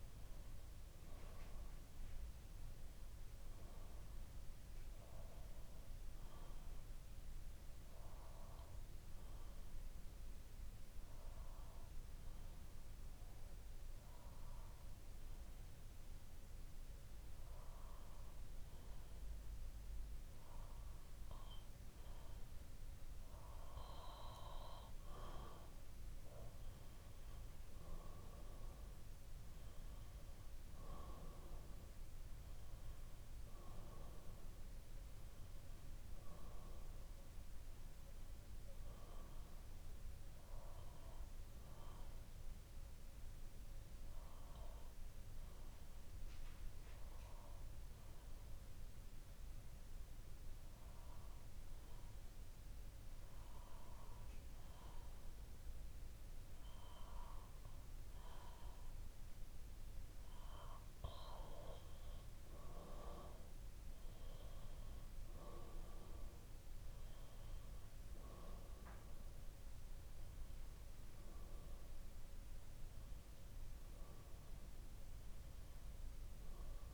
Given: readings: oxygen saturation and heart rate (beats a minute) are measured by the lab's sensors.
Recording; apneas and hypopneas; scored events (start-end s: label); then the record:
breathing in sleep by a room microphone; 2
6.50-23.00 s: obstructive apnea (oxygen 96% before, 94% lowest, heart rate 64 before, 59 extreme, up 8 after)
27.00-31.50 s: arousal
40.50-45.50 s: bradycardia (device-marked, heart rate 63 before, 59 extreme)
41.00-59.50 s: obstructive apnea (oxygen 96% before, 93% lowest, heart rate 65 before, 59 extreme, up 4 after)
61.50-65.50 s: arousal
From the record:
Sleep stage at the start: N2 (light sleep); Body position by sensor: on the back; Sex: male